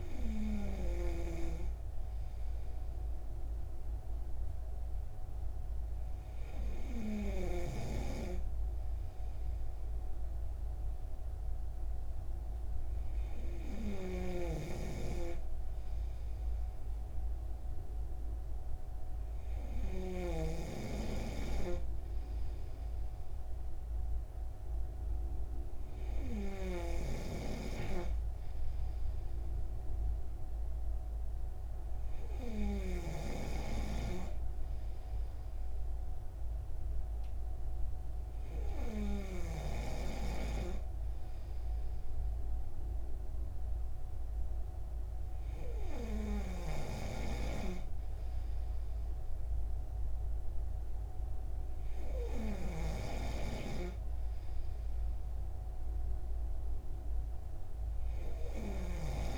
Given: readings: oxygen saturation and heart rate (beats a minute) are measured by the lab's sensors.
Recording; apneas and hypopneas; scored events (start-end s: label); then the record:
breathing in sleep by a room microphone; none
14.50-20.50 s: snoring (device-marked)
27.00-33.50 s: snoring (device-marked)
From the record:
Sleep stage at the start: N2 (light sleep); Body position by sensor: on the right side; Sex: male